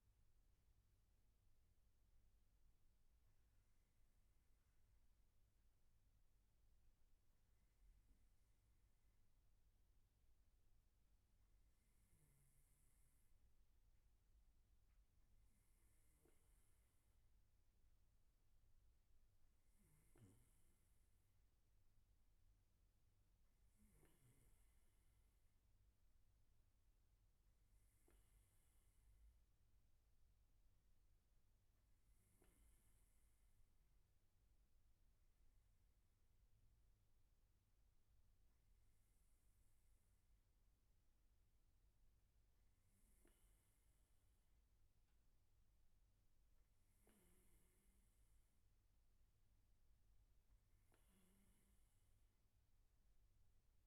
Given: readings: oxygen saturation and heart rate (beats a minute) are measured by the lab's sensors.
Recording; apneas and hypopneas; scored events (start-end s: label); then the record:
breathing in sleep, hard to hear, by a room microphone; none
none scored
From the record:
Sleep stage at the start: N2 (light sleep); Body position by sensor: on the right side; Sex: male